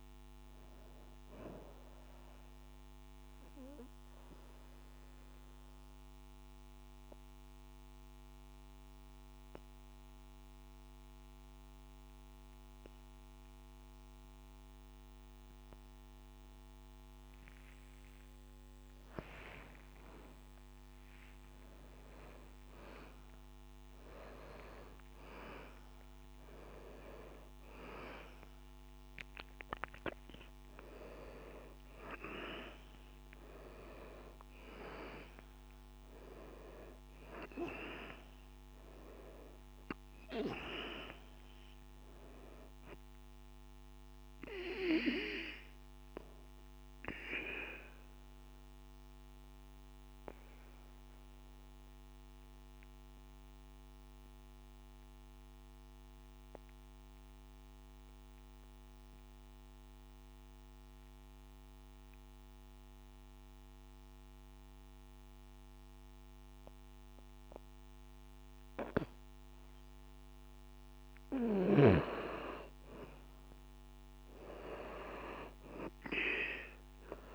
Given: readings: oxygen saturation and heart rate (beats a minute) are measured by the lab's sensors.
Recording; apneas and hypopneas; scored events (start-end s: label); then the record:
breathing in sleep by a microphone on the trachea; 2
0.00-13.00 s: oxygen desaturation (device-marked, oxygen 93% lowest, heart rate 60 extreme)
2.00-19.00 s: mixed apnea (oxygen 97% before, 87% lowest, heart rate 63 before, 60 extreme, up 1 after)
21.50-26.00 s: arousal
34.00-52.00 s: oxygen desaturation (device-marked, oxygen 95% before, 87% lowest, heart rate 61 before, 61 extreme)
48.00-71.50 s: mixed apnea (oxygen 95% before, 83% lowest, heart rate 62 before, 61 extreme, up 4 after)
73.50-77.35 s: arousal
From the record:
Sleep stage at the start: N2 (light sleep); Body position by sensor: on the back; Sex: male